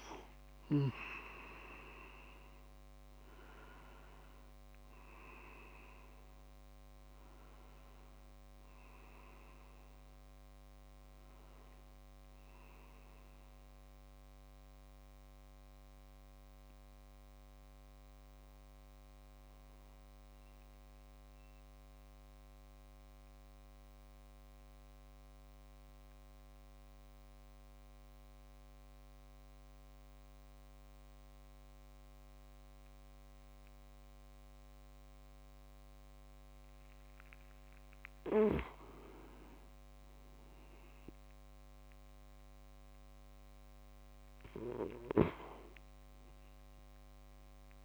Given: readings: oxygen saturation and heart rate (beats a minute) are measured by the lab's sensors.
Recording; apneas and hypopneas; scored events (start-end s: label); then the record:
breathing in sleep by a microphone on the trachea; 1
3.50-33.50 s: new sleep stage, N1 (lightest sleep)
13.50-37.00 s: mixed apnea (oxygen 98% before, 95% lowest)
33.50-47.85 s: new sleep stage, N2 (light sleep)
41.00-45.00 s: arousal
45.50-47.85 s: oxygen desaturation (device-marked, oxygen 100% before, 96% lowest)
From the record:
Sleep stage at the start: N2 (light sleep); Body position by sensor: on the back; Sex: male